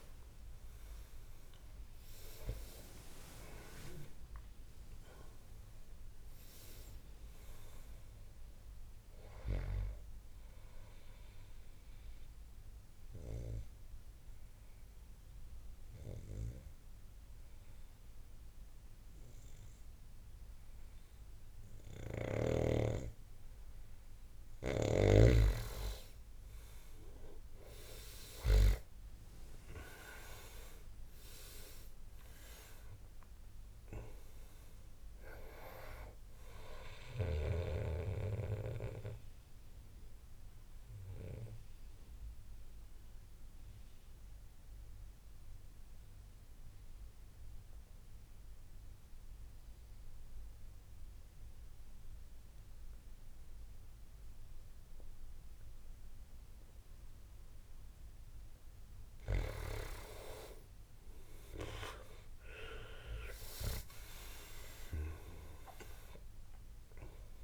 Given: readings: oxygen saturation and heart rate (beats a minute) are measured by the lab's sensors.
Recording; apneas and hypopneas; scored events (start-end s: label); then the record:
breathing in sleep by a room microphone; 2
0.00-4.00 s: arousal
3.00-12.00 s: oxygen desaturation (device-marked, oxygen 96% before, 92% lowest, heart rate 70 before, 62 extreme)
11.00-24.00 s: obstructive apnea (oxygen 96% before, 89% lowest, heart rate 77 before, 51 extreme, up 13 after)
27.50-32.50 s: arousal
28.00-59.00 s: oxygen desaturation (device-marked, oxygen 98% before, 89% lowest, heart rate 68 before, 51 extreme)
38.50-58.50 s: mixed apnea (oxygen 98% before, 89% lowest, heart rate 70 before, 52 extreme, up 20 after)
60.50-65.00 s: arousal
65.00-67.44 s: oxygen desaturation (device-marked, oxygen 99% before, 89% lowest, heart rate 62 before, 55 extreme)
From the record:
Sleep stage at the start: N2 (light sleep); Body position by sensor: on the back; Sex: male